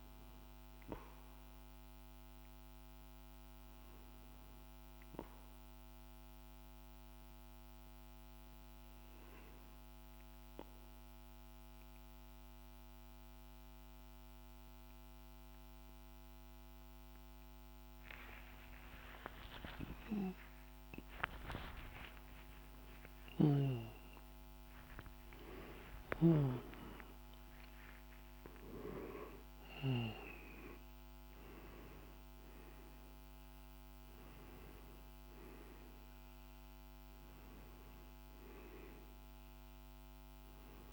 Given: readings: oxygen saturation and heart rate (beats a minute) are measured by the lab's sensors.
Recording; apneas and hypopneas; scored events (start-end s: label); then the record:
breathing in sleep by a microphone on the trachea; 1
0.00-8.50 s: oxygen desaturation (device-marked, oxygen 95% lowest, heart rate 49 extreme)
3.00-19.00 s: hypopnea (oxygen 99% before, 93% lowest, heart rate 53 before, 49 extreme, up 50 after)
13.50-40.93 s: new sleep stage, N1 (lightest sleep)
20.00-26.50 s: arousal
From the record:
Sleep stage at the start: REM sleep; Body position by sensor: on the back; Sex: male